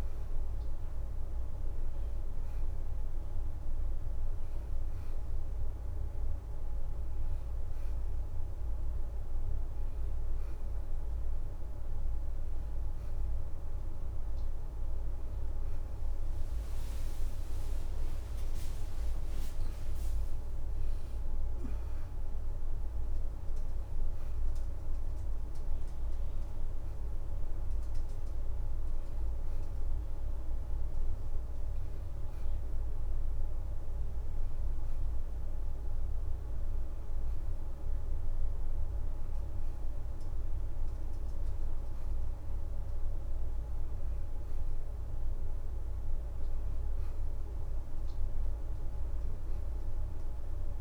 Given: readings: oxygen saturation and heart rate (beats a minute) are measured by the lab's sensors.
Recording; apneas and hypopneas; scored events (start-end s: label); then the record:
a person awake in a sleep study, hard to hear, by a room microphone; none
4.00-9.00 s: oxygen desaturation (device-marked, oxygen 95% before, 91% lowest, heart rate 100 before, 76 extreme)
15.00-21.00 s: leg movement (device-marked)
From the record:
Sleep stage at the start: awake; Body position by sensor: on the right side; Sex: female